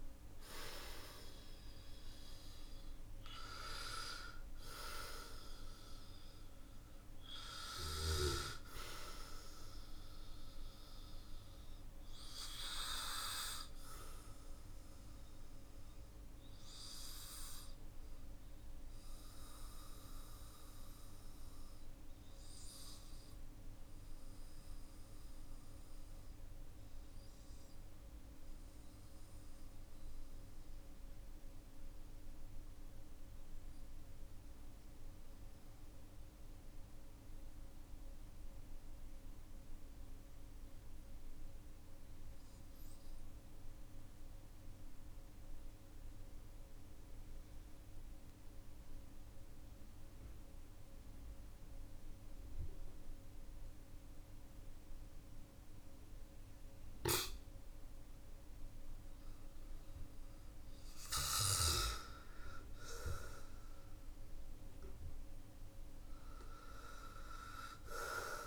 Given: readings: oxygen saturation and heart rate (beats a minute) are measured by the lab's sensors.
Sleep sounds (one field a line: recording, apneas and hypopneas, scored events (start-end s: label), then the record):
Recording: breathing in sleep by a room microphone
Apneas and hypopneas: 1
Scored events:
0.00-6.50 s: oxygen desaturation (device-marked, oxygen 93% lowest, heart rate 44 extreme)
13.50-56.50 s: obstructive apnea (oxygen 97% before, 91% lowest, heart rate 51 before, 43 extreme, up 12 after)
59.50-64.50 s: arousal
66.50-68.47 s: oxygen desaturation (device-marked, oxygen 97% before, 91% lowest, heart rate 53 before, 45 extreme)
From the record:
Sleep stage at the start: N2 (light sleep)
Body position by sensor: on the back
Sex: male